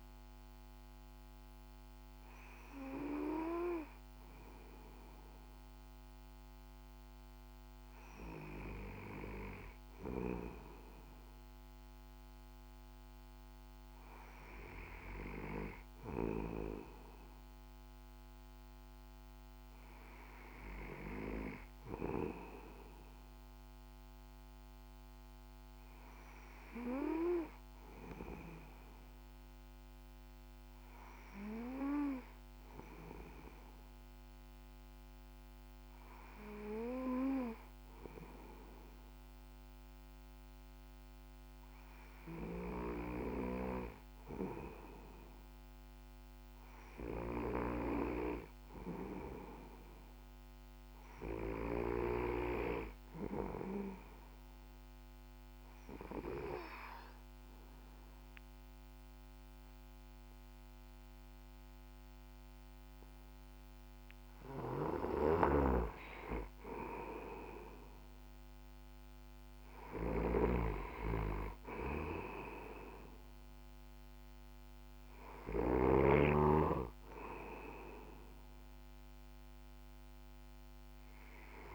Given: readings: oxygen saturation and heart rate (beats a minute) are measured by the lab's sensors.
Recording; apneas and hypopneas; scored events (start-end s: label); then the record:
breathing in sleep by a microphone on the trachea; 1
54.00-64.00 s: obstructive apnea (oxygen 97% before, 93% lowest, heart rate 62 before, 57 extreme, up 0 after)
64.50-75.50 s: snoring (device-marked)
66.00-69.50 s: arousal
From the record:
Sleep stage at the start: N2 (light sleep); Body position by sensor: on the back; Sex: male